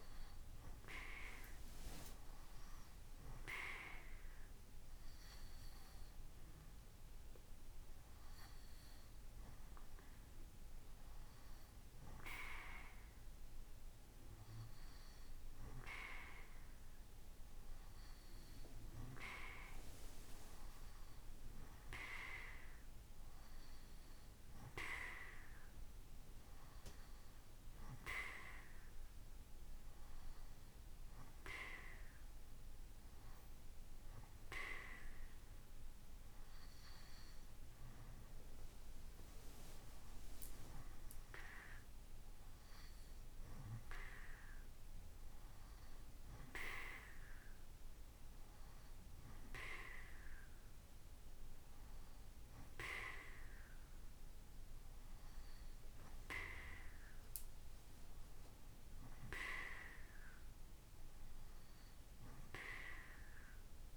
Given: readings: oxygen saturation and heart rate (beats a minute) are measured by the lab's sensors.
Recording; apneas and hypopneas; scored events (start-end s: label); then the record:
a person partly awake in a sleep study, by a room microphone; none
22.00-52.00 s: new sleep stage, N1 (lightest sleep)
52.00-63.97 s: new sleep stage, N2 (light sleep)
From the record:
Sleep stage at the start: awake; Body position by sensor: on the right side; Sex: male